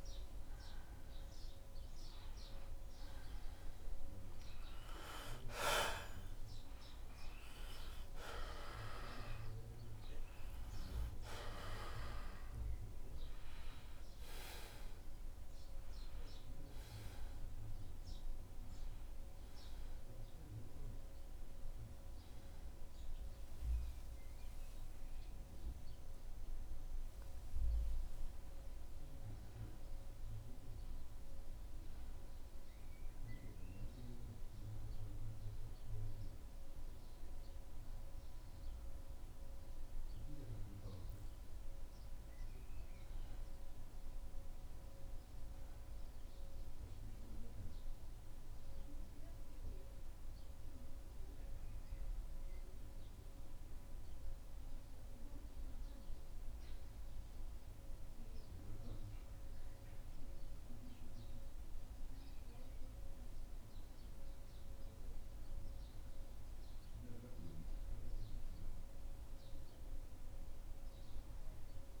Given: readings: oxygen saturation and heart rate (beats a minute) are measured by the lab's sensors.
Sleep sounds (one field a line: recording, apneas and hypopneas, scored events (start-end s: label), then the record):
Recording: a person partly awake in a sleep study, by a room microphone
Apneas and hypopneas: 1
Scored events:
0.00-10.00 s: oxygen desaturation (device-marked, oxygen 91% lowest, heart rate 75 extreme)
4.00-34.00 s: new sleep stage, awake
34.00-72.00 s: new sleep stage, N1 (lightest sleep)
51.00-61.50 s: obstructive apnea (oxygen 92% before, 89% lowest, heart rate 77 before, 76 extreme, up 1 after)
64.00-69.00 s: arousal
From the record:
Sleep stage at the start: N2 (light sleep)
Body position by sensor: on the back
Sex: male